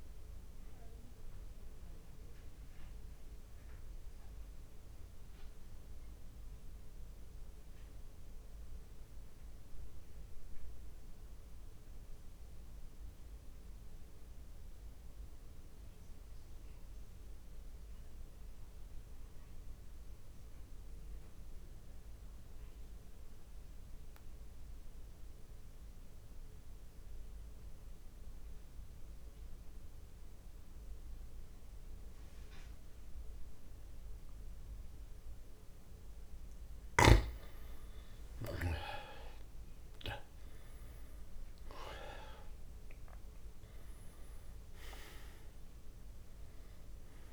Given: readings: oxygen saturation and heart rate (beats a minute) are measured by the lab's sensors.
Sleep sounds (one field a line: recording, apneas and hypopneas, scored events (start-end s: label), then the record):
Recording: breathing in sleep by a room microphone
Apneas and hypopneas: 1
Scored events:
0.00-19.00 s: oxygen desaturation (device-marked, oxygen 88% lowest)
9.00-34.50 s: mixed apnea (oxygen 98% before, 90% lowest)
36.00-47.33 s: oxygen desaturation (device-marked, oxygen 99% before, 90% lowest)
38.00-43.50 s: arousal
From the record:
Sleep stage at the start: N2 (light sleep)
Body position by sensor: on the back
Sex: male